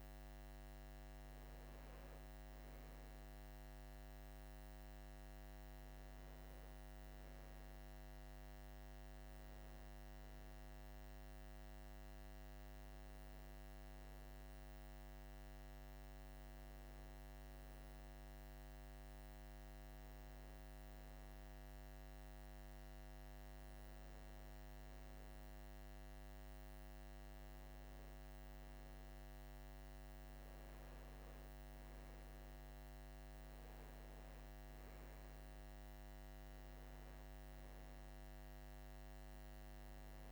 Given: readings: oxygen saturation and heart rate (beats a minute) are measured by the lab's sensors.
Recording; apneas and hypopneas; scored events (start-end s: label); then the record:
breathing in sleep, hard to hear, by a microphone on the trachea; none
none scored
From the record:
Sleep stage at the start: N2 (light sleep); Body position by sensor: on the right side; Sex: male